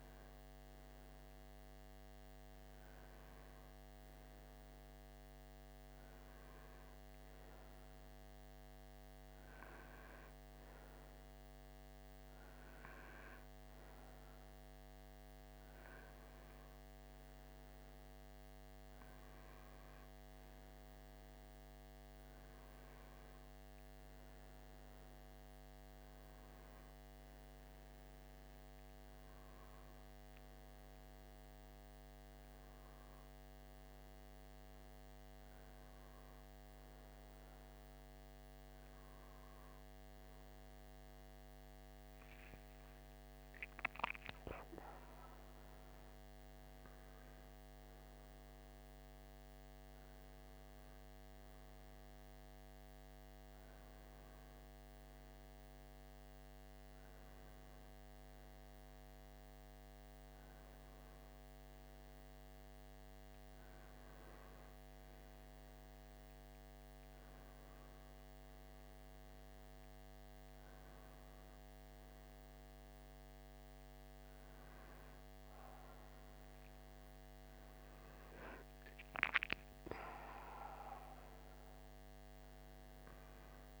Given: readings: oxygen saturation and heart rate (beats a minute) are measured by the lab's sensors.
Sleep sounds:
breathing in sleep, hard to hear, by a microphone on the trachea; none
none scored
From the record:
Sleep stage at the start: N1 (lightest sleep); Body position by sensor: on the right side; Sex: male

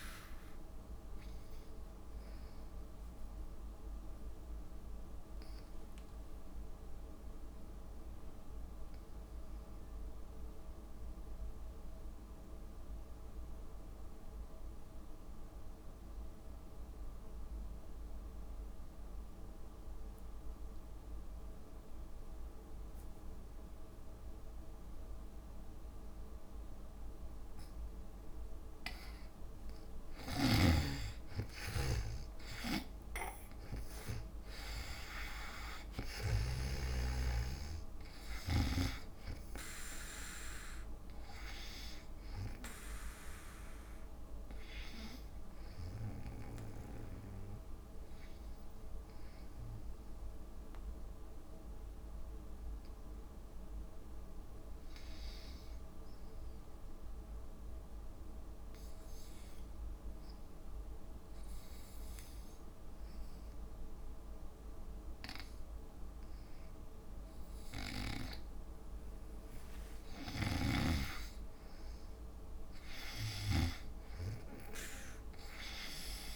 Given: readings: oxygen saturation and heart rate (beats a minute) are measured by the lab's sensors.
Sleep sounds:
breathing in sleep by a room microphone; 2
0.00-10.00 s: oxygen desaturation (device-marked, oxygen 80% lowest, heart rate 56 extreme)
4.00-29.50 s: obstructive apnea (oxygen 97% before, 76% lowest, heart rate 64 before, 52 extreme, up 11 after)
27.00-37.00 s: drop in pulse transit time (device-marked, heart rate 60 before, 62 extreme)
30.00-36.50 s: snoring (device-marked)
30.00-59.00 s: oxygen desaturation (device-marked, oxygen 98% before, 76% lowest, heart rate 60 before, 52 extreme)
30.50-35.00 s: arousal
51.00-67.50 s: obstructive apnea (oxygen 98% before, 82% lowest, heart rate 62 before, 54 extreme, up 8 after)
67.00-76.36 s: oxygen desaturation (device-marked, oxygen 99% before, 86% lowest, heart rate 55 before, 55 extreme)
68.00-76.36 s: drop in pulse transit time (device-marked, heart rate 55 before, 55 extreme)
68.50-72.50 s: arousal
From the record:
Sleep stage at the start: N2 (light sleep); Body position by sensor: on the back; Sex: female

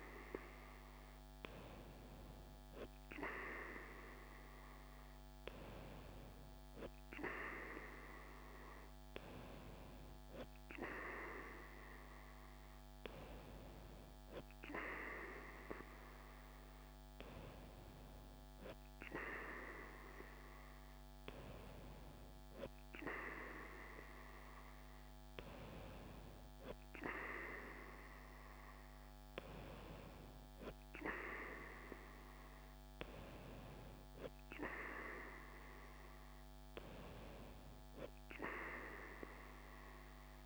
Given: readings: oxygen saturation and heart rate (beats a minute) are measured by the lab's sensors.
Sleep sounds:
breathing in sleep by a microphone on the trachea; none
none scored
From the record:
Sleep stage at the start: N2 (light sleep); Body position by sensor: on the right side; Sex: female

